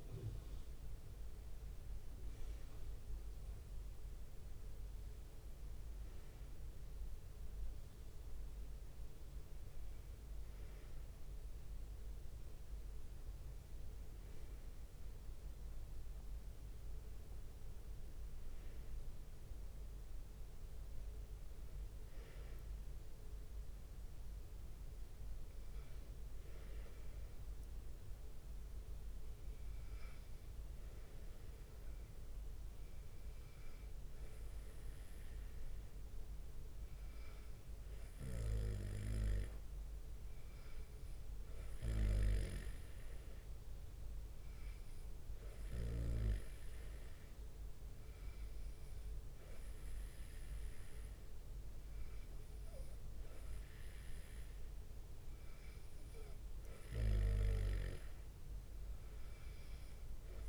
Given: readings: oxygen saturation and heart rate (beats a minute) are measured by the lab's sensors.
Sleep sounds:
breathing in sleep by a room microphone; 1
30.50-54.50 s: hypopnea (oxygen 96% before, 92% lowest, heart rate 69 before, 69 extreme, up 2 after)
56.50-60.49 s: arousal
From the record:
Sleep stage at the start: N2 (light sleep); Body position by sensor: on the right side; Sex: male

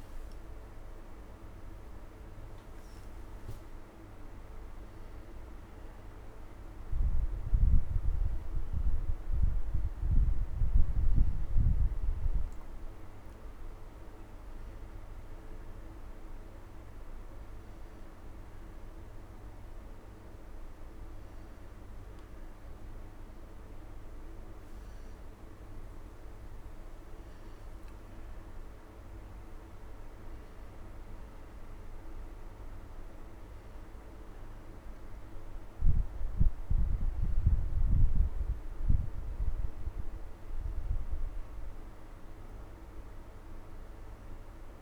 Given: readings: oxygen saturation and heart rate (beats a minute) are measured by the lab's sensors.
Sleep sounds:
breathing in sleep, hard to hear, by a room microphone; none
none scored
From the record:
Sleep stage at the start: N1 (lightest sleep); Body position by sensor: on the back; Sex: male

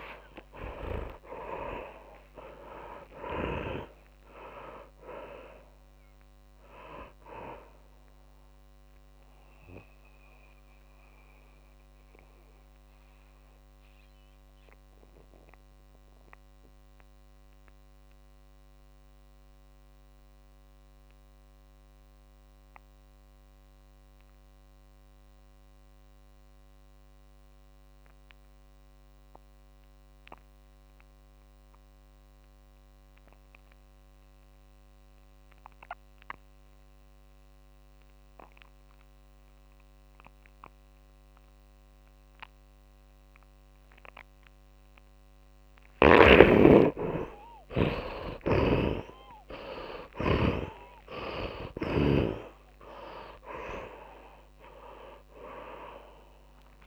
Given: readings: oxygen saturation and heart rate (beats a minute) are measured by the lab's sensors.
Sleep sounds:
breathing in sleep by a microphone on the trachea; 1
0.00-1.50 s: snoring (device-marked)
0.00-2.50 s: arousal
0.00-20.50 s: oxygen desaturation (device-marked, oxygen 60% lowest, heart rate 120 extreme)
0.00-56.87 s: tachycardia (device-marked)
3.50-56.87 s: new sleep stage, N2 (light sleep)
10.00-46.00 s: mixed apnea (oxygen 73% before, 60% lowest, heart rate 158 before, 120 extreme)
29.50-56.87 s: oxygen desaturation (device-marked, oxygen 100% before, 63% lowest, heart rate 145 before, 116 extreme)
48.00-52.50 s: arousal
48.50-52.50 s: snoring (device-marked)
From the record:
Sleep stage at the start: REM sleep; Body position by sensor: on the back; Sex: male

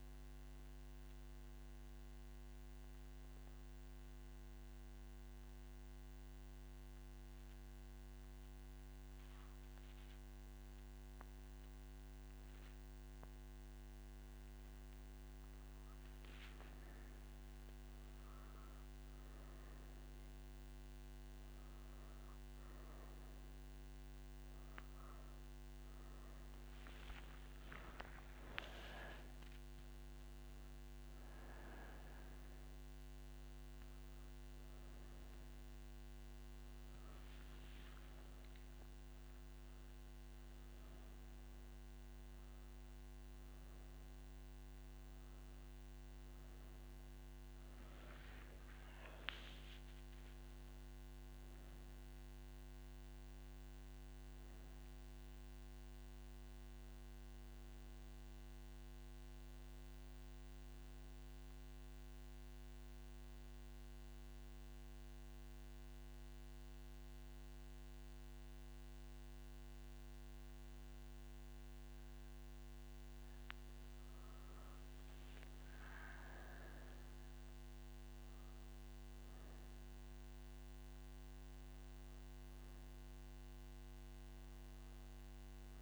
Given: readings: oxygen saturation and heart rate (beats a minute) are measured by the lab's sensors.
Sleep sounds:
breathing in sleep, hard to hear, by a microphone on the trachea; 2
4.50-14.50 s: mixed apnea (oxygen 98% before, 94% lowest)
7.50-16.50 s: oxygen desaturation (device-marked, oxygen 98% before, 94% lowest)
62.00-73.50 s: obstructive apnea (oxygen 98% before, 96% lowest, heart rate 57 before, 28 extreme, up 15 after)
From the record:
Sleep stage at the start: N1 (lightest sleep); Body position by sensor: on the right side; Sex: female

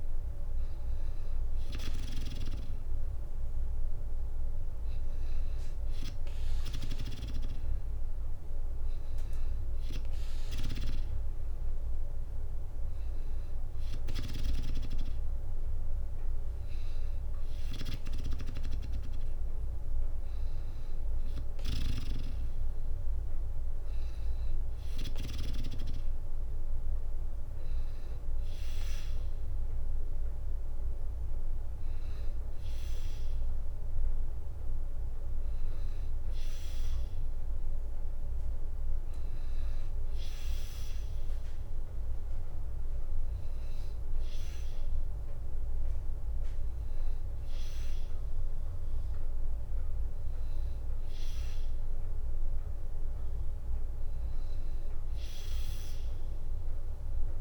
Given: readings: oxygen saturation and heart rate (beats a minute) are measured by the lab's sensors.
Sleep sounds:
breathing in sleep by a room microphone; none
none scored
From the record:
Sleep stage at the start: N2 (light sleep); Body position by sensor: on the back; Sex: female

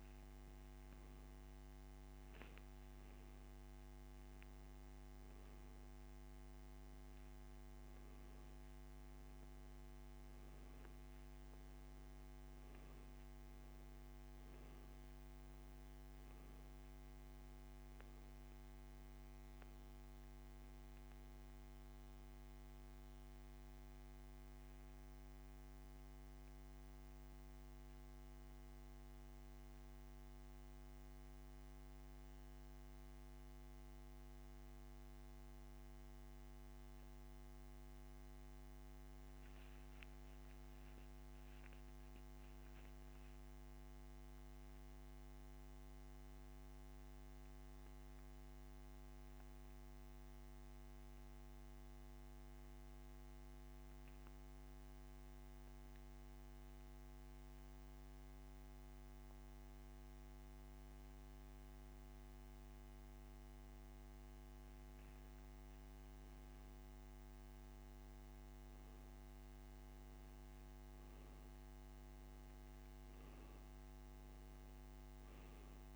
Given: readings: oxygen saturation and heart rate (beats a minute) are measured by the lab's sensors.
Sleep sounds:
breathing in sleep, hard to hear, by a microphone on the trachea; 1
0.00-2.50 s: arousal
19.00-58.00 s: oxygen desaturation (device-marked, oxygen 96% before, 87% lowest)
29.50-62.00 s: mixed apnea (oxygen 97% before, 87% lowest)
65.50-70.00 s: arousal
From the record:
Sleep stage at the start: N2 (light sleep); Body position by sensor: on the back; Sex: male

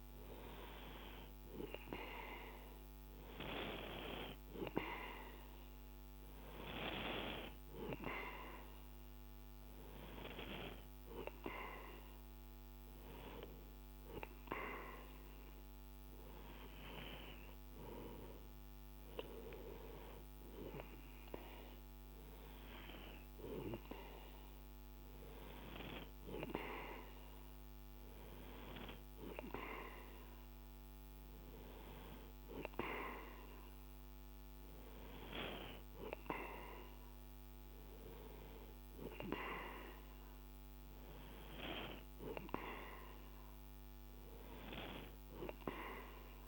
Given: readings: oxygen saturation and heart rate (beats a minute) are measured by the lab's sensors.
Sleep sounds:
a person partly awake in a sleep study, by a microphone on the trachea; none
2.00-32.00 s: new sleep stage, N1 (lightest sleep)
32.00-46.48 s: new sleep stage, N2 (light sleep)
From the record:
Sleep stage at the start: awake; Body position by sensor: on the right side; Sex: male

